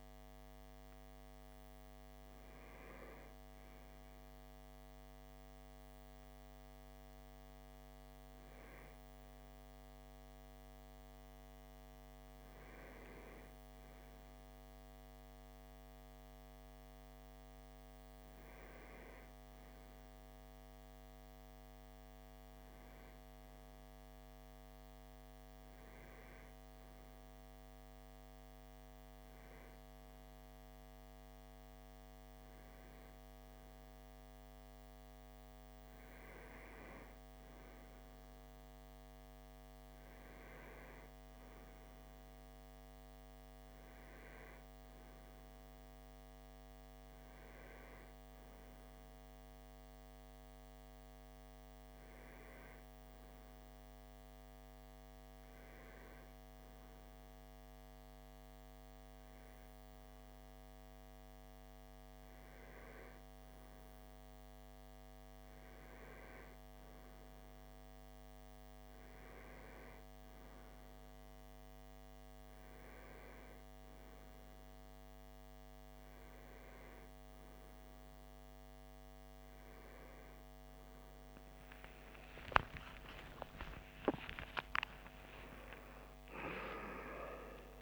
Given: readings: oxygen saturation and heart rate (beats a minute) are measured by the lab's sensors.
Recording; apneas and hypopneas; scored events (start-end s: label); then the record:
breathing in sleep, hard to hear, by a microphone on the trachea; none
81.50-86.00 s: arousal
From the record:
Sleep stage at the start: N1 (lightest sleep); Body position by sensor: on the right side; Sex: male